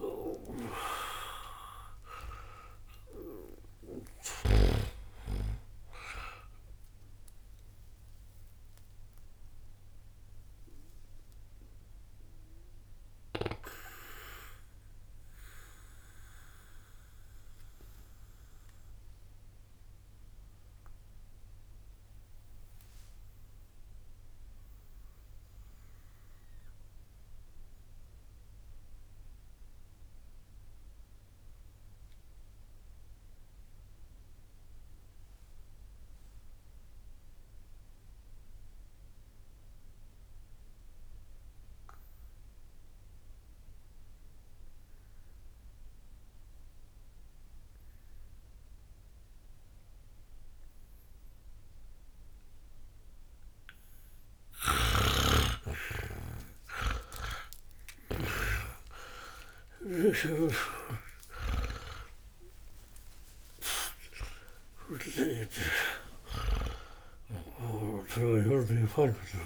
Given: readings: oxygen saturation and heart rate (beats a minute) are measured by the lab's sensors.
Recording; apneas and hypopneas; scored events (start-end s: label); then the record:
breathing in sleep by a room microphone; 1
0.00-29.50 s: oxygen desaturation (device-marked, oxygen 80% lowest, heart rate 60 extreme)
7.50-55.50 s: obstructive apnea (oxygen 97% before, 79% lowest, heart rate 131 before, 60 extreme)
50.50-65.50 s: oxygen desaturation (device-marked, oxygen 99% before, 93% lowest, heart rate 61 before, 61 extreme)
54.50-58.00 s: snoring (device-marked)
60.00-68.00 s: snoring (device-marked)
61.00-66.50 s: arousal
67.50-69.46 s: oxygen desaturation (device-marked, oxygen 96% before, 79% lowest, heart rate 92 before, 60 extreme)
From the record:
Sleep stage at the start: N2 (light sleep); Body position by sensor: on the back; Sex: male